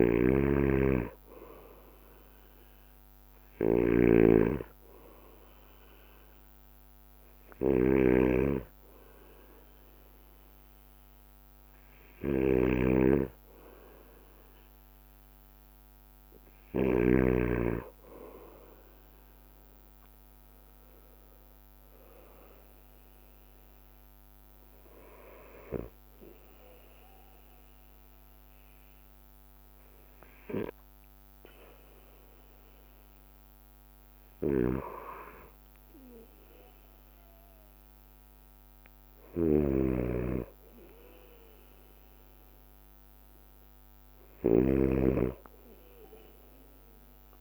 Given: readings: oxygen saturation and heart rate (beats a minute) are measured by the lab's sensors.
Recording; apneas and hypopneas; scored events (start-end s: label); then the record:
breathing in sleep by a microphone on the trachea; 1
0.00-17.50 s: snoring (device-marked)
0.00-19.00 s: bradycardia (device-marked, heart rate 55 extreme)
20.00-33.00 s: drop in pulse transit time (device-marked, heart rate 58 before, 57 extreme)
22.00-45.00 s: bradycardia (device-marked, heart rate 57 before, 57 extreme)
23.50-34.00 s: hypopnea (oxygen 93% before, 92% lowest, heart rate 58 before, 57 extreme, up 2 after)
34.50-47.41 s: snoring (device-marked)
From the record:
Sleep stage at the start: N2 (light sleep); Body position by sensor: on the right side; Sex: male